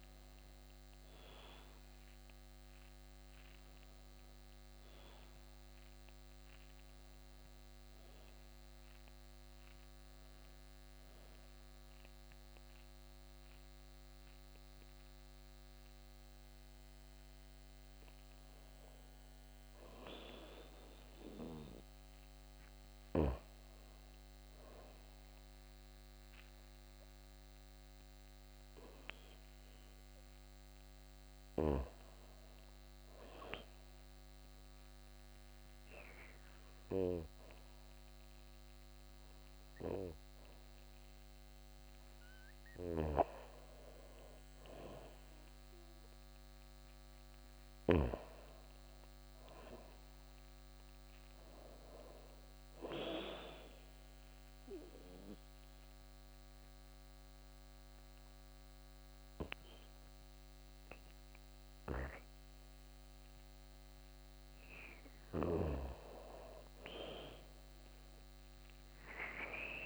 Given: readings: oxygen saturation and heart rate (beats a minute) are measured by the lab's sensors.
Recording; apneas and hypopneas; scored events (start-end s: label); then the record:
breathing in sleep by a microphone on the trachea; 3
0.00-14.50 s: oxygen desaturation (device-marked, oxygen 87% lowest, heart rate 77 extreme)
11.00-22.00 s: hypopnea (oxygen 97% before, 91% lowest, heart rate 81 before, 76 extreme, up 2 after)
23.50-27.50 s: arousal
25.50-50.50 s: oxygen desaturation (device-marked, oxygen 98% before, 91% lowest, heart rate 79 before, 76 extreme)
33.50-44.00 s: obstructive apnea (oxygen 98% before, 86% lowest, heart rate 79 before, 76 extreme, up 3 after)
42.00-47.50 s: snoring (device-marked)
46.00-49.00 s: arousal
52.50-63.00 s: obstructive apnea (oxygen 97% before, 86% lowest, heart rate 77 before, 77 extreme, up 2 after)
65.00-69.50 s: arousal
From the record:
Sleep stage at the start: N2 (light sleep); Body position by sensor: on the back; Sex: female